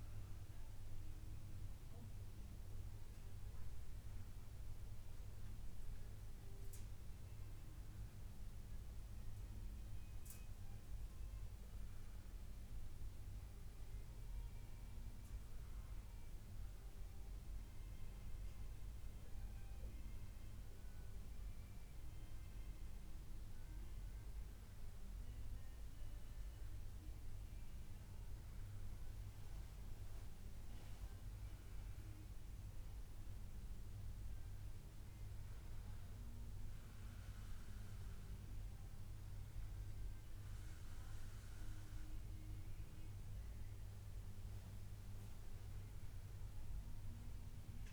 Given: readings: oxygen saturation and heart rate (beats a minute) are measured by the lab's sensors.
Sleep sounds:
breathing in sleep, hard to hear, by a room microphone; 1
0.00-3.00 s: oxygen desaturation (device-marked, oxygen 91% lowest, heart rate 145 extreme)
11.00-26.00 s: hypopnea (oxygen 95% before, 94% lowest, heart rate 146 before, 124 extreme)
26.00-30.50 s: arousal
34.00-36.00 s: long interval between heartbeats (device-marked, heart rate 146 before, 131 extreme)
From the record:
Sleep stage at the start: N2 (light sleep); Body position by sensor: on the back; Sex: male

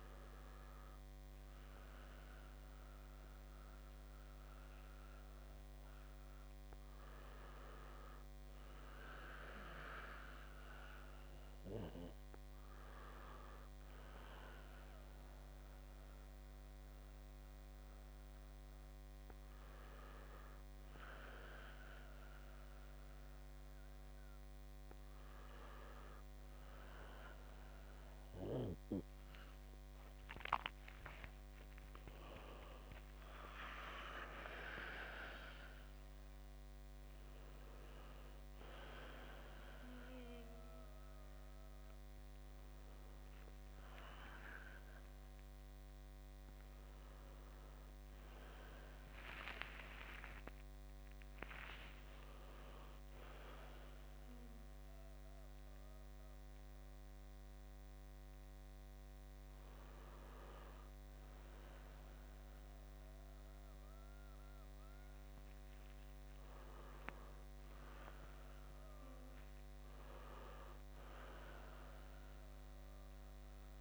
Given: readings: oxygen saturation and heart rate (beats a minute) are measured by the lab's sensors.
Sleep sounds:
a person awake in a sleep study, by a microphone on the trachea; none
66.00-68.00 s: long interval between heartbeats (device-marked, heart rate 67 before, 73 extreme)
70.00-72.00 s: long interval between heartbeats (device-marked, heart rate 68 before, 92 extreme)
71.50-73.81 s: new sleep stage, N1 (lightest sleep)
From the record:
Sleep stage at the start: awake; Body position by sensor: on the back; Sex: male

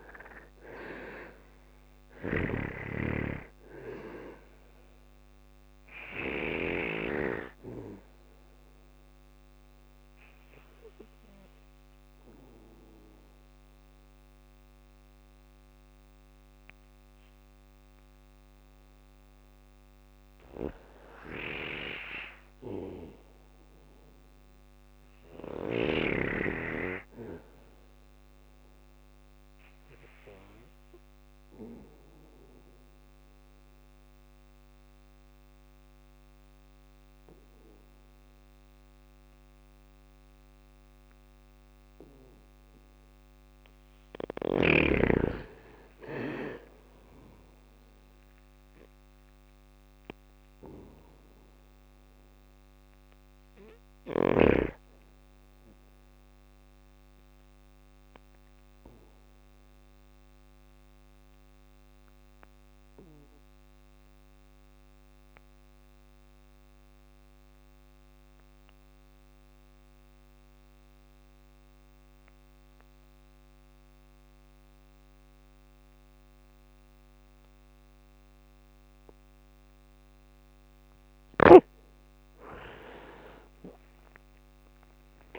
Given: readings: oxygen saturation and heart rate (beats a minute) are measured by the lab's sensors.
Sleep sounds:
breathing in sleep by a microphone on the trachea; 3
0.00-7.50 s: drop in pulse transit time (device-marked, heart rate 55 extreme)
0.00-22.50 s: oxygen desaturation (device-marked, oxygen 86% lowest, heart rate 58 extreme)
5.50-7.50 s: bradycardia (device-marked, heart rate 62 before, 62 extreme)
7.50-19.50 s: obstructive apnea (oxygen 98% before, 86% lowest, heart rate 59 before, 58 extreme, up 6 after)
8.50-16.50 s: bradycardia (device-marked, heart rate 62 before, 59 extreme)
16.50-25.50 s: drop in pulse transit time (device-marked, heart rate 61 before, 58 extreme)
23.50-28.00 s: arousal
32.00-43.00 s: obstructive apnea (oxygen 99% before, 87% lowest, heart rate 61 before, 56 extreme, up 5 after)
33.50-38.50 s: bradycardia (device-marked, heart rate 62 before, 58 extreme)
44.50-48.00 s: arousal
52.50-62.50 s: oxygen desaturation (device-marked, oxygen 97% before, 92% lowest, heart rate 61 before, 53 extreme)
61.50-78.50 s: bradycardia (device-marked, heart rate 62 before, 53 extreme)
63.00-80.00 s: obstructive apnea (oxygen 99% before, 87% lowest, heart rate 63 before, 53 extreme, up 17 after)
80.50-85.39 s: oxygen desaturation (device-marked, oxygen 96% before, 87% lowest, heart rate 57 before, 61 extreme)
81.50-85.39 s: arousal
83.50-85.39 s: drop in pulse transit time (device-marked, heart rate 56 before, 58 extreme)
83.50-85.39 s: long interval between heartbeats (device-marked, heart rate 56 before, 63 extreme)
From the record:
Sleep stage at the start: N2 (light sleep); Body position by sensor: on the back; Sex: male

